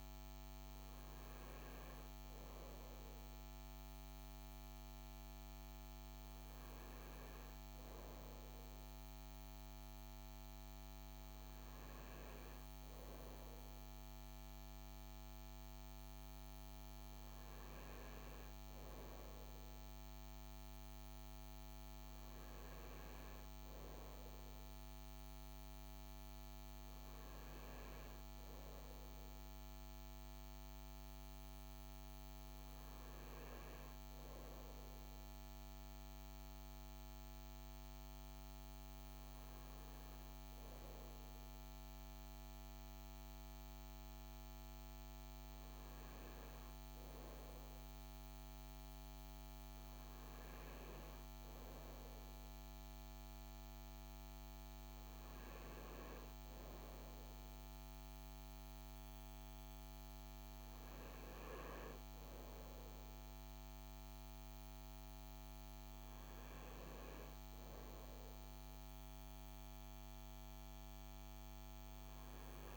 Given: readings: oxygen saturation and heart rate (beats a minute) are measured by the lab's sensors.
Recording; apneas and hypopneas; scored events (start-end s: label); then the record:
breathing in sleep, hard to hear, by a microphone on the trachea; none
none scored
From the record:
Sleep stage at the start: N2 (light sleep); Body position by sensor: on the front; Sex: male